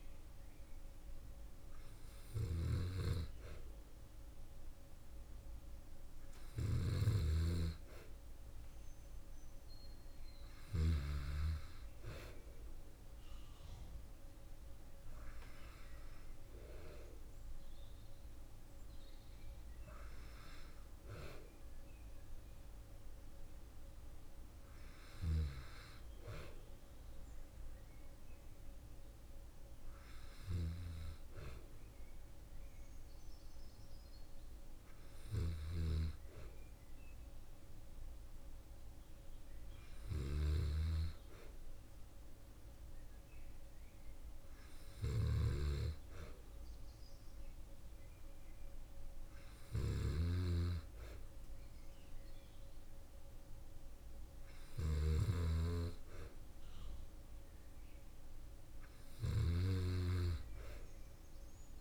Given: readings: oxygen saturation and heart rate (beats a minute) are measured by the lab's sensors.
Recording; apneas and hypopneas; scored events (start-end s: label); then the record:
breathing in sleep by a room microphone; none
none scored
From the record:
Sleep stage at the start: N2 (light sleep); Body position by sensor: on the back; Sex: female